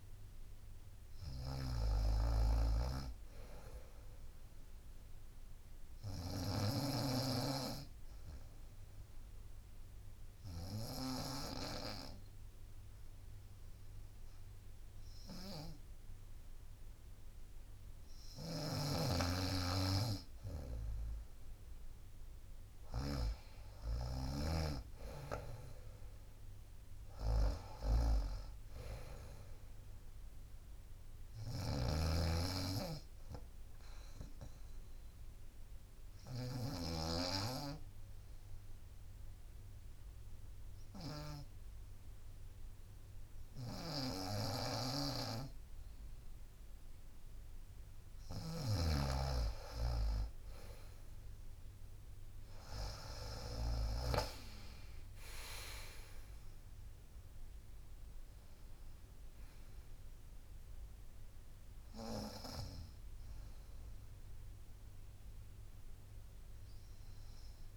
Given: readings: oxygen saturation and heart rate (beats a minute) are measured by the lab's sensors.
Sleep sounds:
breathing in sleep by a room microphone; 2
0.00-6.00 s: drop in pulse transit time (device-marked, heart rate 63 extreme)
0.00-41.50 s: snoring (device-marked)
8.00-19.00 s: obstructive apnea (oxygen 95% before, 92% lowest, heart rate 65 before, 63 extreme, up 3 after)
20.50-23.00 s: arousal
35.00-47.00 s: obstructive apnea (oxygen 94% before, 92% lowest, heart rate 65 before, 60 extreme, up 4 after)
43.50-54.50 s: snoring (device-marked)
53.00-66.00 s: drop in pulse transit time (device-marked, heart rate 65 before, 62 extreme)
55.50-60.00 s: arousal
From the record:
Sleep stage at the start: N2 (light sleep); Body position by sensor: on the right side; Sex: female

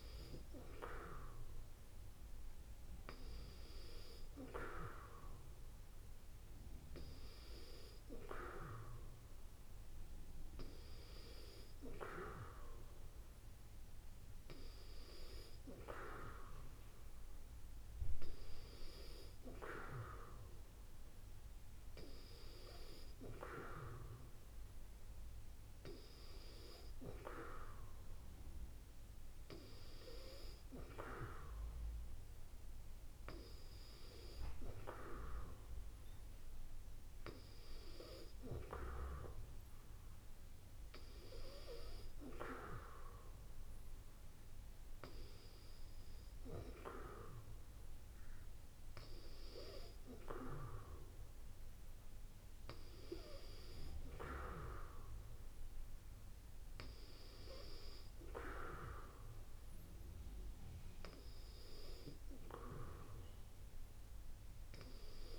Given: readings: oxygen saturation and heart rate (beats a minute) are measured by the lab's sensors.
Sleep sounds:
breathing in sleep by a room microphone; none
none scored
From the record:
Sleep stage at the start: N2 (light sleep); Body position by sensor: on the back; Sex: female

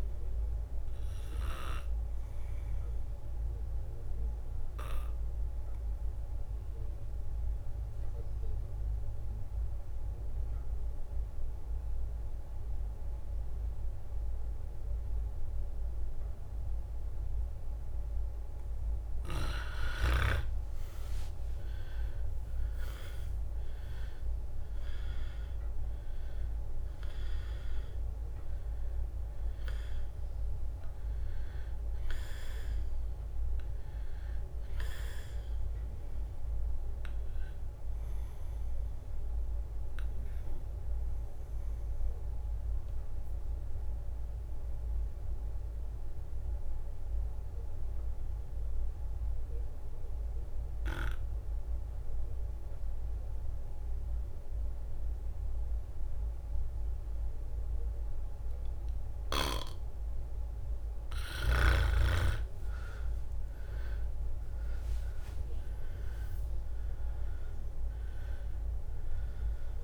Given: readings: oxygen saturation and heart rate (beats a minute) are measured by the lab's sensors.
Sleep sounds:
breathing in sleep by a room microphone; 2
0.00-7.50 s: oxygen desaturation (device-marked, oxygen 92% lowest, heart rate 63 extreme)
5.00-18.00 s: obstructive apnea (oxygen 98% before, 90% lowest, heart rate 70 before, 63 extreme, up 11 after)
20.00-24.50 s: arousal
22.00-25.50 s: leg movement (device-marked)
22.50-34.50 s: drop in pulse transit time (device-marked, heart rate 65 before, 67 extreme)
22.50-45.50 s: oxygen desaturation (device-marked, oxygen 98% before, 90% lowest, heart rate 65 before, 65 extreme)
42.00-60.50 s: obstructive apnea (oxygen 98% before, 90% lowest, heart rate 70 before, 65 extreme, up 8 after)
62.50-67.00 s: arousal
63.50-69.84 s: drop in pulse transit time (device-marked, heart rate 66 before, 69 extreme)
64.50-69.84 s: oxygen desaturation (device-marked, oxygen 98% before, 90% lowest, heart rate 67 before, 62 extreme)
From the record:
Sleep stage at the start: N2 (light sleep); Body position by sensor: on the back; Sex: male

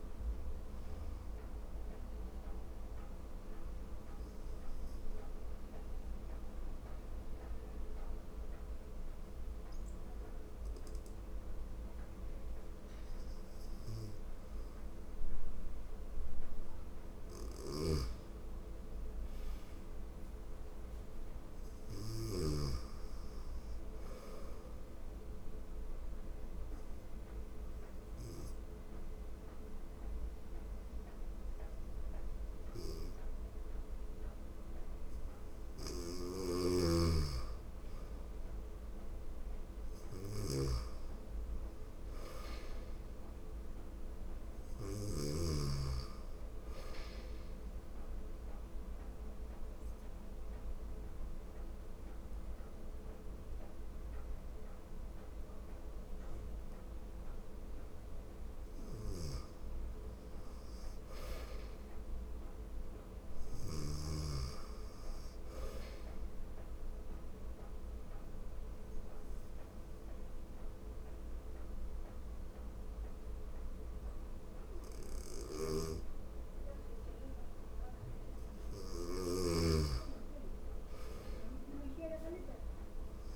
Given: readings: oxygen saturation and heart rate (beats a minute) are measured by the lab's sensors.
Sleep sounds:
breathing in sleep by a room microphone; 4
1.00-13.00 s: oxygen desaturation (device-marked, oxygen 97% before, 89% lowest, heart rate 82 before, 79 extreme)
1.00-14.50 s: obstructive apnea (oxygen 97% before, 89% lowest, heart rate 82 before, 79 extreme, up 2 after)
16.00-19.50 s: arousal
17.00-22.00 s: snoring (device-marked)
20.00-38.00 s: oxygen desaturation (device-marked, oxygen 97% before, 91% lowest, heart rate 80 before, 79 extreme)
25.00-36.50 s: obstructive apnea (oxygen 97% before, 91% lowest, heart rate 80 before, 79 extreme, up 2 after)
32.00-45.00 s: snoring (device-marked)
38.00-42.00 s: arousal
45.00-58.00 s: oxygen desaturation (device-marked, oxygen 96% before, 91% lowest, heart rate 81 before, 78 extreme)
47.00-59.00 s: mixed apnea (oxygen 97% before, 91% lowest, heart rate 81 before, 78 extreme, up 5 after)
58.50-63.50 s: snoring (device-marked)
60.50-63.50 s: arousal
66.50-77.50 s: mixed apnea (oxygen 96% before, 91% lowest, heart rate 83 before, 81 extreme, up 1 after)
67.00-81.00 s: oxygen desaturation (device-marked, oxygen 96% before, 91% lowest, heart rate 82 before, 81 extreme)
75.00-83.36 s: snoring (device-marked)
81.00-83.36 s: arousal
From the record:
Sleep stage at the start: N2 (light sleep); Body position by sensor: on the right side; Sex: female

